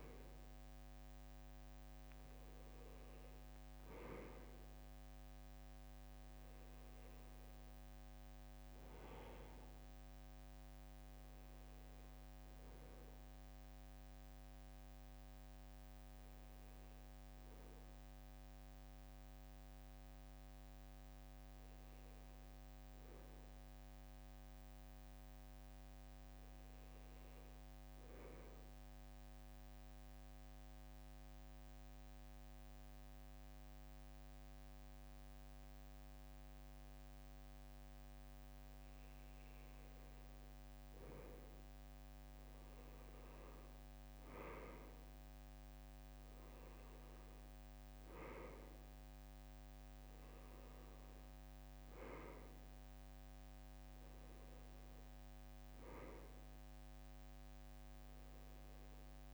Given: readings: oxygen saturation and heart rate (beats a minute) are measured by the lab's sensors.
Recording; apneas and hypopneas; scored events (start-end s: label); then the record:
a person partly awake in a sleep study, hard to hear, by a microphone on the trachea; 1
0.00-1.00 s: arousal
3.00-28.00 s: oxygen desaturation (device-marked, oxygen 98% before, 95% lowest, heart rate 61 before, 61 extreme)
21.50-25.50 s: arousal
28.50-40.50 s: obstructive apnea (oxygen 98% before, 94% lowest, heart rate 62 before, 61 extreme, up 4 after)
41.00-59.34 s: new sleep stage, awake
From the record:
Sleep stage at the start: N1 (lightest sleep); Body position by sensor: on the right side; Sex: male